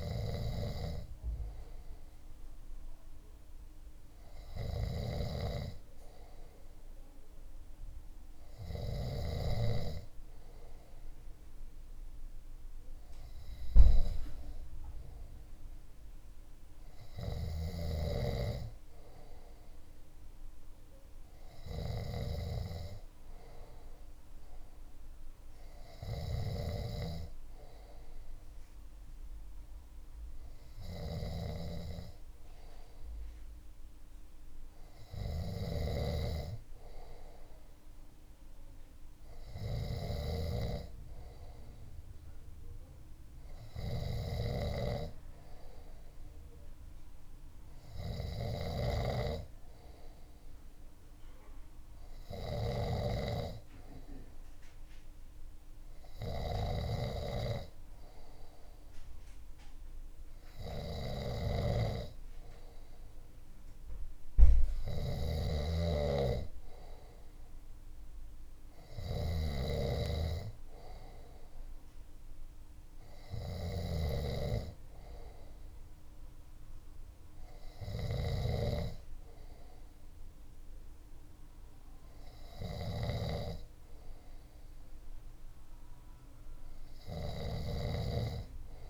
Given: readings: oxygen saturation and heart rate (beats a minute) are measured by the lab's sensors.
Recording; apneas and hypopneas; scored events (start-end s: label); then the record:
breathing in sleep by a room microphone; none
35.50-44.50 s: snoring (device-marked)
64.50-87.50 s: snoring (device-marked)
From the record:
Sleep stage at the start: N2 (light sleep); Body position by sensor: on the left side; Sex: male